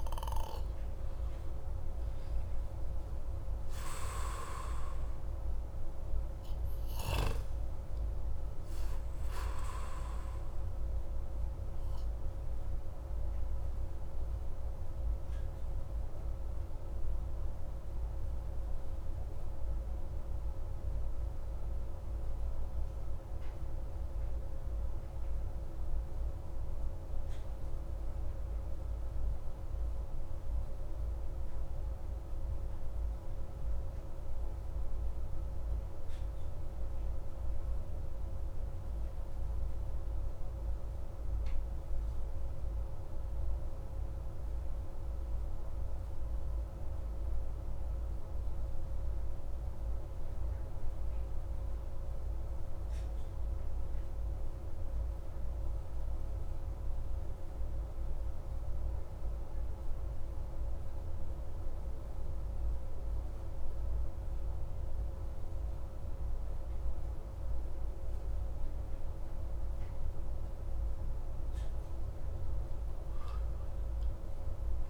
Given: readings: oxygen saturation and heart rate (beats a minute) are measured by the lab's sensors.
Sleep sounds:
breathing in sleep, hard to hear, by a room microphone; 1
12.50-70.50 s: obstructive apnea (oxygen 95% before, 87% lowest)
15.50-29.50 s: oxygen desaturation (device-marked, oxygen 92% before, 89% lowest)
72.00-74.90 s: arousal
72.50-74.90 s: oxygen desaturation (device-marked, oxygen 96% before, 87% lowest)
From the record:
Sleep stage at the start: N2 (light sleep); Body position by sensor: on the back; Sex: male

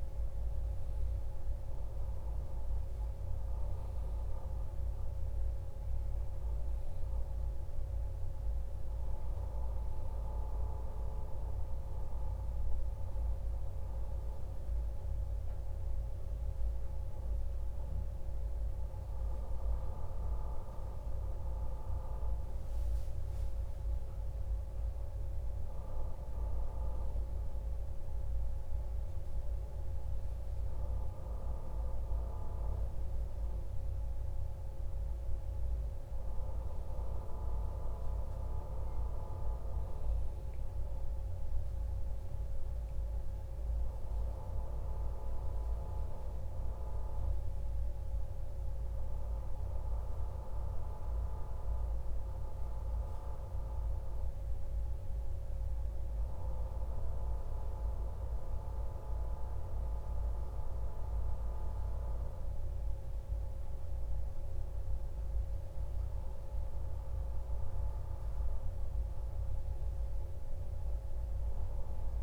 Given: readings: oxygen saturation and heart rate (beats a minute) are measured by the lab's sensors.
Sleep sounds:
breathing in sleep, hard to hear, by a room microphone; none
none scored
From the record:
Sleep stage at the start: N1 (lightest sleep); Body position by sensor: on the back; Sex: male

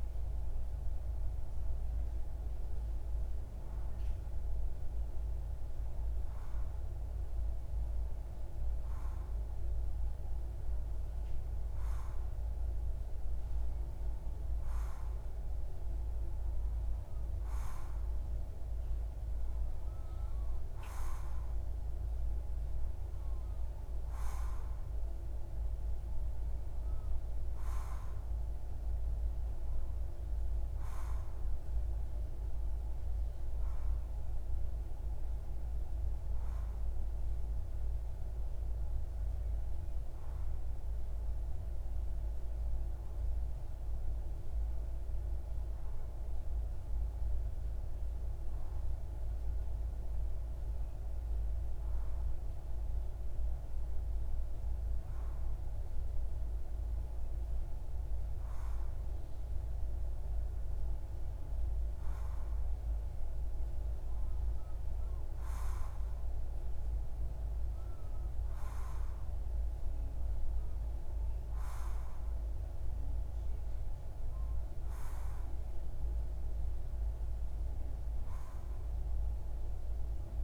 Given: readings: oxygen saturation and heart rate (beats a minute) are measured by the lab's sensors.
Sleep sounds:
breathing in sleep, hard to hear, by a room microphone; none
42.00-80.44 s: new sleep stage, N2 (light sleep)
From the record:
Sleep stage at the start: REM sleep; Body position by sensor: on the left side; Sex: male

